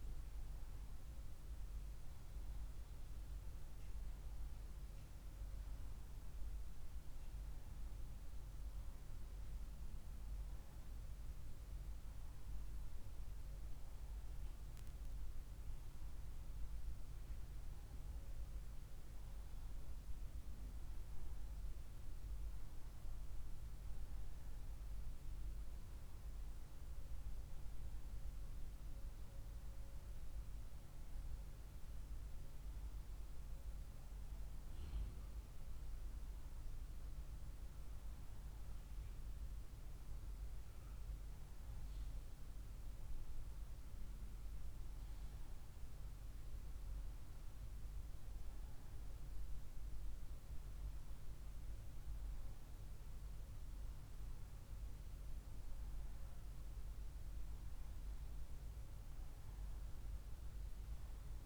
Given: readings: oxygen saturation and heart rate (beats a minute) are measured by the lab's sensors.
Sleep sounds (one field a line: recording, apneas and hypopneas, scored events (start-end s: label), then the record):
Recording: breathing in sleep, hard to hear, by a room microphone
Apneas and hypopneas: none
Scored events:
none scored
From the record:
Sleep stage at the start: N1 (lightest sleep)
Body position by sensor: on the right side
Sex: female